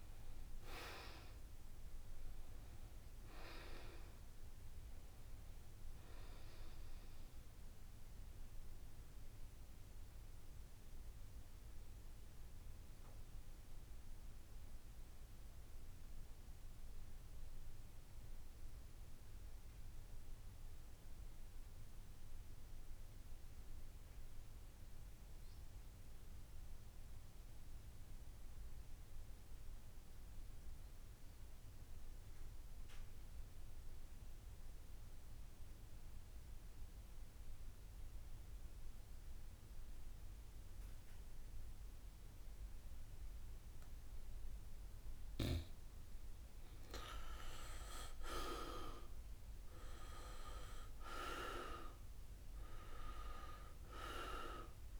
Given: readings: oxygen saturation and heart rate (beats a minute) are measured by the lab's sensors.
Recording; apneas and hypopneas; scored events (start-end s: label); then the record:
breathing in sleep by a room microphone; 1
0.00-9.50 s: oxygen desaturation (device-marked, oxygen 80% lowest, heart rate 67 extreme)
8.00-45.50 s: obstructive apnea (oxygen 88% before, 80% lowest, heart rate 74 before, 66 extreme, up 7 after)
31.50-55.00 s: oxygen desaturation (device-marked, oxygen 95% before, 80% lowest, heart rate 70 before, 66 extreme)
47.50-51.00 s: arousal
From the record:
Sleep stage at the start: N2 (light sleep); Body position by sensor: on the back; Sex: male